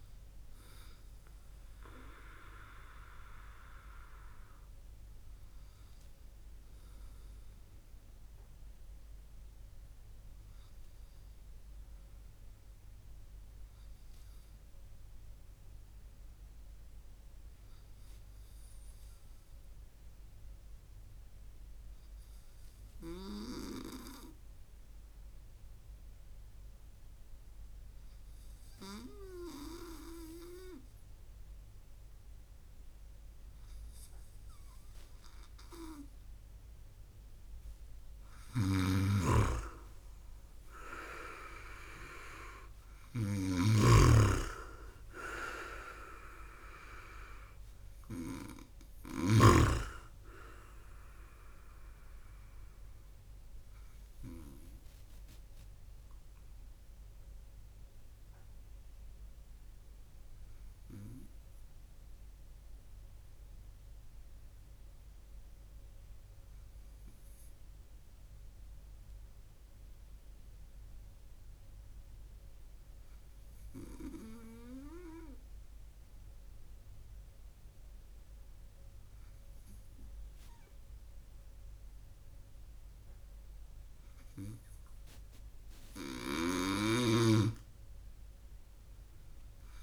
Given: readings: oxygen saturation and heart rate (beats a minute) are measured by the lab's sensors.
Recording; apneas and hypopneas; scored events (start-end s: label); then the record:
breathing in sleep by a room microphone; 2
16.50-36.00 s: hypopnea (oxygen 100% before, 96% lowest, heart rate 65 before, 55 extreme, up 5 after)
38.00-43.00 s: snoring (device-marked)
40.00-43.50 s: arousal
57.50-84.50 s: obstructive apnea (oxygen 98% before, 91% lowest, heart rate 65 before, 39 extreme, up 4 after)
86.00-89.83 s: snoring (device-marked)
From the record:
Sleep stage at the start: N2 (light sleep); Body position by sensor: on the right side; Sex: male